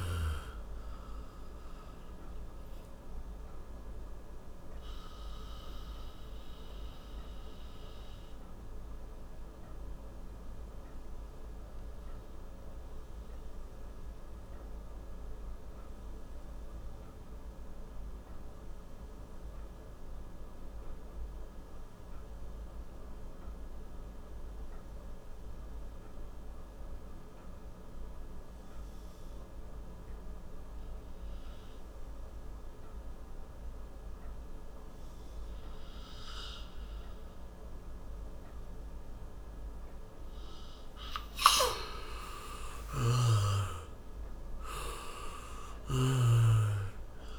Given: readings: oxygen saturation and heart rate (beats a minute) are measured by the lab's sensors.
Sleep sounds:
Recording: breathing in sleep by a room microphone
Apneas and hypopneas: 1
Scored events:
0.00-24.00 s: oxygen desaturation (device-marked, oxygen 87% lowest, heart rate 57 extreme)
4.00-38.00 s: obstructive apnea (oxygen 98% before, 87% lowest, heart rate 68 before, 57 extreme, up 10 after)
41.00-46.00 s: arousal
42.50-46.00 s: snoring (device-marked)
From the record:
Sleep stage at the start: N2 (light sleep)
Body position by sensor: on the back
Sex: male

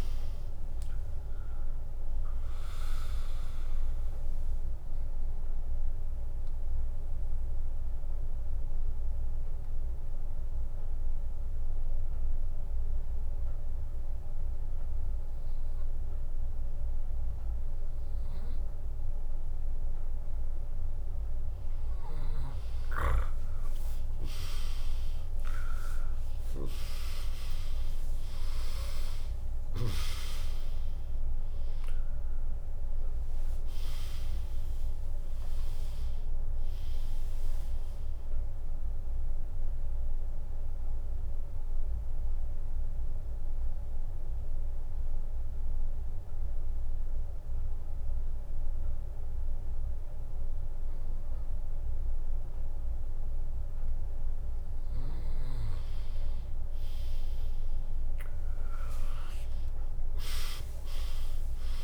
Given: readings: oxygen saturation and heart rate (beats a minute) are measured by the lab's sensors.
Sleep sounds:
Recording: breathing in sleep by a room microphone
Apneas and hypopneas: 2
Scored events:
0.00-12.50 s: drop in pulse transit time (device-marked, heart rate 81 extreme)
3.00-20.50 s: mixed apnea (oxygen 99% before, 95% lowest, heart rate 75 before, 58 extreme, up 11 after)
15.50-20.50 s: bradycardia (device-marked, heart rate 76 before, 58 extreme)
24.00-29.00 s: arousal
27.50-49.50 s: drop in pulse transit time (device-marked, heart rate 69 before, 69 extreme)
30.50-45.50 s: oxygen desaturation (device-marked, oxygen 99% before, 95% lowest, heart rate 68 before, 58 extreme)
42.00-54.50 s: obstructive apnea (oxygen 99% before, 95% lowest, heart rate 80 before, 58 extreme)
55.50-57.50 s: bradycardia (device-marked, heart rate 77 before, 65 extreme)
57.00-61.00 s: arousal
From the record:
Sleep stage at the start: N2 (light sleep)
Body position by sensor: on the right side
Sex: female

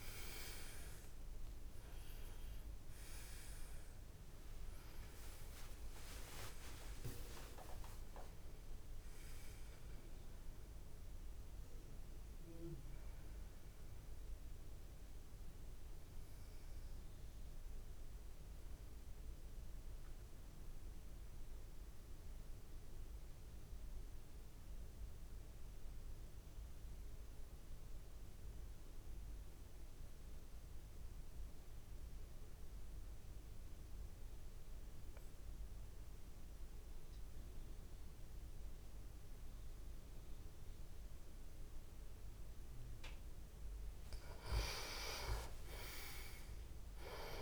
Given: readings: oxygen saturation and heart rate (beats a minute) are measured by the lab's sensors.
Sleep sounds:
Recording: breathing in sleep by a room microphone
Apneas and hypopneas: 1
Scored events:
0.00-22.50 s: oxygen desaturation (device-marked, oxygen 89% lowest)
12.50-43.00 s: mixed apnea (oxygen 97% before, 89% lowest)
38.50-47.42 s: oxygen desaturation (device-marked, oxygen 98% before, 89% lowest)
44.50-47.42 s: arousal
From the record:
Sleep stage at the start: N2 (light sleep)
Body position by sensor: on the back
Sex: male

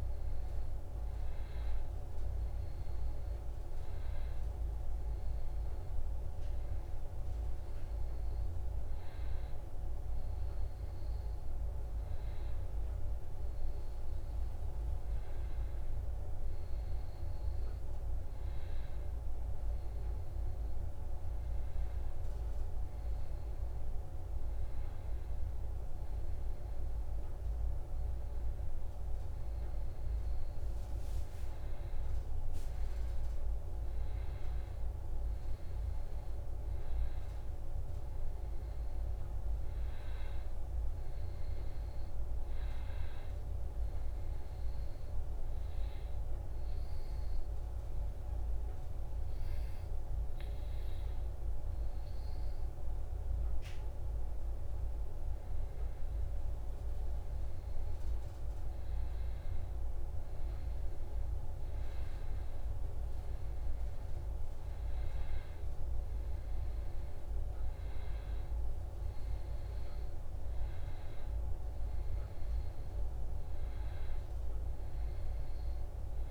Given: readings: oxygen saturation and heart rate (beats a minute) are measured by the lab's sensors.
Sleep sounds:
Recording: breathing in sleep, hard to hear, by a room microphone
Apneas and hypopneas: 1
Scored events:
38.00-42.50 s: arousal
39.50-76.31 s: new sleep stage, N2 (light sleep)
45.50-55.50 s: obstructive apnea (oxygen 97% before, 94% lowest, heart rate 71 before, 66 extreme, up 3 after)
57.50-61.50 s: arousal
From the record:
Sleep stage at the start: N1 (lightest sleep)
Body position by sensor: on the back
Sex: male

